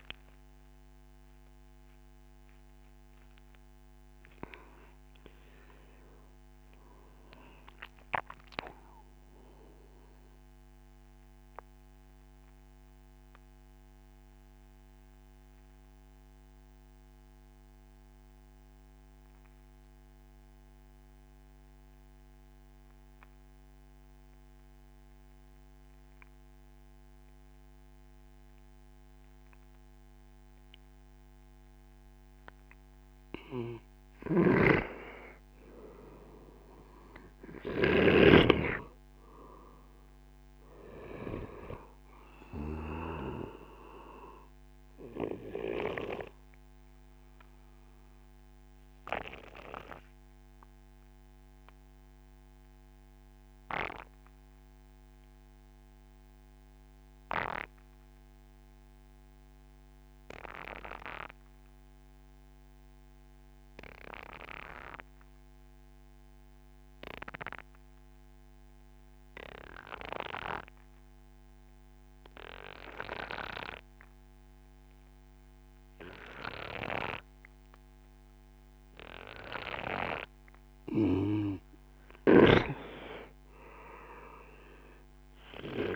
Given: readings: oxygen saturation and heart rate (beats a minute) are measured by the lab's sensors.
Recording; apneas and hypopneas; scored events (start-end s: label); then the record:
breathing in sleep by a microphone on the trachea; 2
0.00-4.00 s: oxygen desaturation (device-marked, oxygen 93% lowest, heart rate 25 extreme)
1.00-5.00 s: arousal
10.00-32.00 s: obstructive apnea (oxygen 94% before, 93% lowest, heart rate 82 before, 45 extreme, up 18 after)
34.00-43.00 s: snoring (device-marked)
35.00-37.00 s: arousal
44.50-80.00 s: obstructive apnea (oxygen 98% before, 92% lowest, heart rate 61 before, 34 extreme, up 9 after)
81.50-85.95 s: arousal
82.00-85.95 s: snoring (device-marked)
From the record:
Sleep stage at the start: N2 (light sleep); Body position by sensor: on the right side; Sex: male